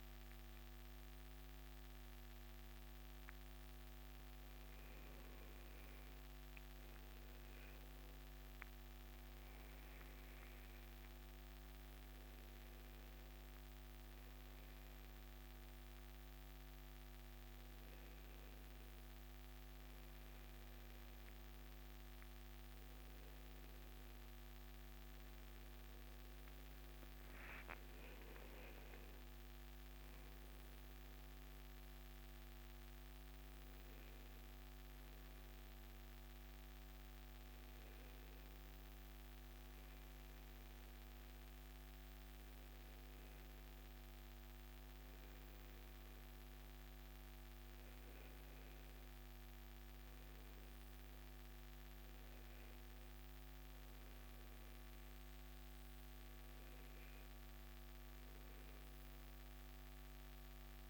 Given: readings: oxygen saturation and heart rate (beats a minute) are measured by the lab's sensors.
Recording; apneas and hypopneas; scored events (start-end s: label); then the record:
a person partly awake in a sleep study, hard to hear, by a microphone on the trachea; none
0.50-30.50 s: new sleep stage, N1 (lightest sleep)
30.50-60.90 s: new sleep stage, N2 (light sleep)
From the record:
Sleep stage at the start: awake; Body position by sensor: on the right side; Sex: male